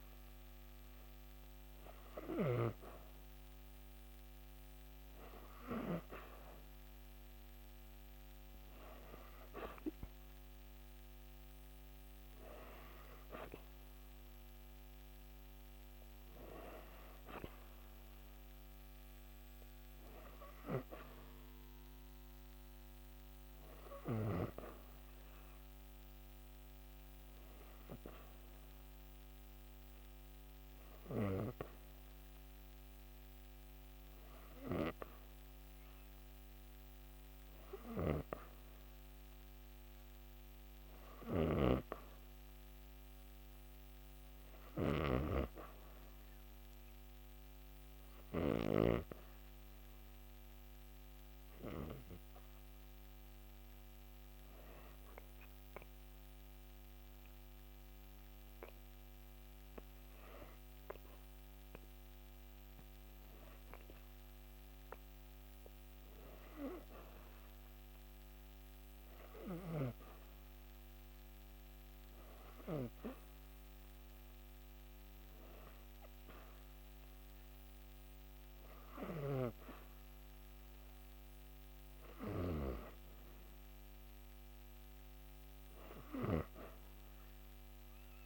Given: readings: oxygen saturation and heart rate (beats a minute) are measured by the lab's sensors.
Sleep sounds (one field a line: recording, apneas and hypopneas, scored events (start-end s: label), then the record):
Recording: breathing in sleep by a microphone on the trachea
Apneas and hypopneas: 1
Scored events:
23.50-27.00 s: arousal
31.50-63.00 s: hypopnea (oxygen 92% before, 86% lowest)
49.50-64.50 s: oxygen desaturation (device-marked, oxygen 90% before, 86% lowest)
65.50-71.00 s: arousal
From the record:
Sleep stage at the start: REM sleep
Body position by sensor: on the back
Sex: female